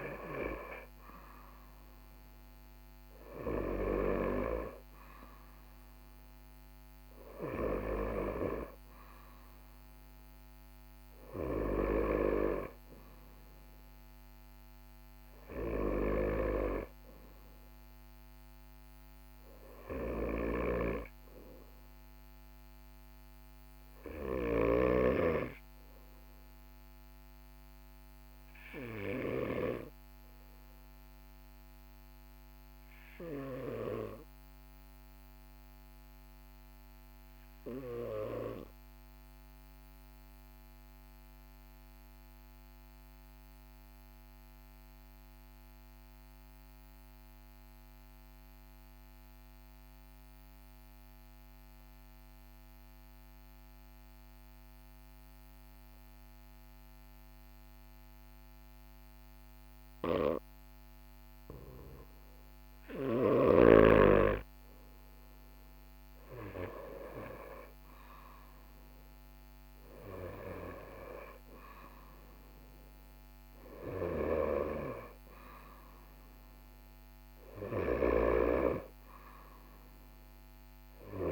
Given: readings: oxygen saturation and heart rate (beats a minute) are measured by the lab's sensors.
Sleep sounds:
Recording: breathing in sleep by a microphone on the trachea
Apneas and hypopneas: 1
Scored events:
38.00-60.50 s: obstructive apnea (oxygen 99% before, 94% lowest, heart rate 42 before, 39 extreme, up 3 after)
62.00-65.00 s: arousal
From the record:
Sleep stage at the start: N2 (light sleep)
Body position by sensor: on the right side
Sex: male

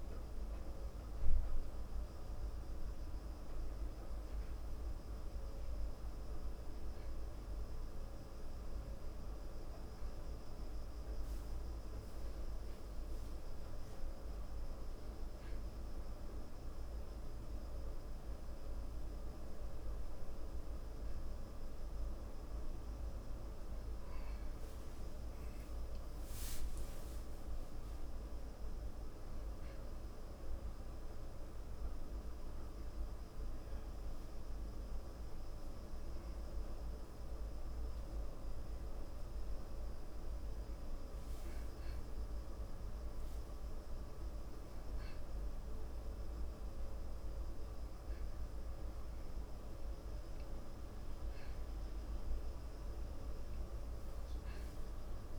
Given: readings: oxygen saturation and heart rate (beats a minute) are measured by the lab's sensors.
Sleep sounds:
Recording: breathing in sleep, hard to hear, by a room microphone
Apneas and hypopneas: 1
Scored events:
14.50-18.50 s: arousal
30.50-43.50 s: hypopnea (oxygen 94% before, 91% lowest, heart rate 61 before, 46 extreme, up 24 after)
44.50-48.00 s: arousal
53.00-55.39 s: oxygen desaturation (device-marked, oxygen 94% before, 91% lowest, heart rate 55 before, 55 extreme)
From the record:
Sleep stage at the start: N2 (light sleep)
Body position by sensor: on the back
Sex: male

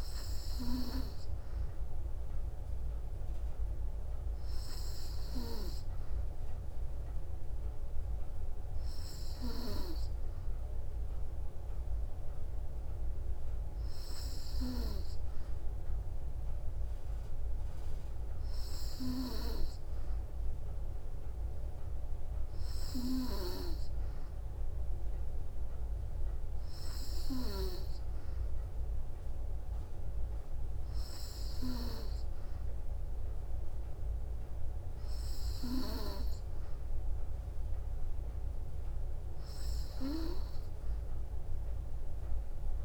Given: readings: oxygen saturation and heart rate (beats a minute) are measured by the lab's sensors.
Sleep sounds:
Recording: breathing in sleep by a room microphone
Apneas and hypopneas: none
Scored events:
none scored
From the record:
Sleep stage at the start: N2 (light sleep)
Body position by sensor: on the back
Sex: female

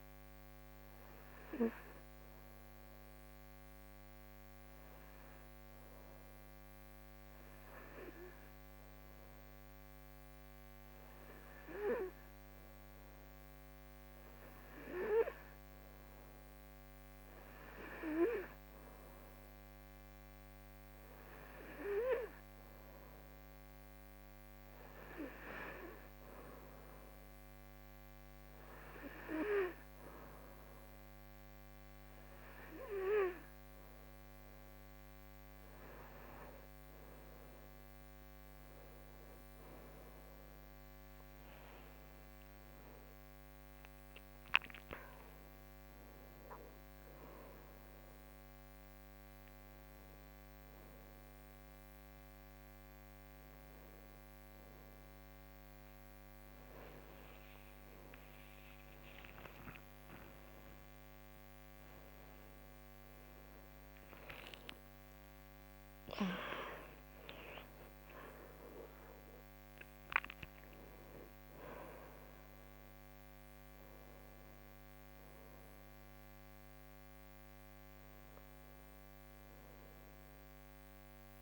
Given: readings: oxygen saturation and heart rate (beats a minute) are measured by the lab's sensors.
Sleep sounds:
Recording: a person partly awake in a sleep study, by a microphone on the trachea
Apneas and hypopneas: 1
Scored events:
0.00-5.50 s: oxygen desaturation (device-marked, oxygen 91% lowest, heart rate 75 extreme)
2.00-25.00 s: hypopnea (oxygen 96% before, 91% lowest, heart rate 81 before, 76 extreme, up 1 after)
18.50-32.50 s: oxygen desaturation (device-marked, oxygen 96% before, 92% lowest, heart rate 77 before, 78 extreme)
26.50-30.00 s: arousal
49.50-81.42 s: new sleep stage, awake
From the record:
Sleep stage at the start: N2 (light sleep)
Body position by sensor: on the right side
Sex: female

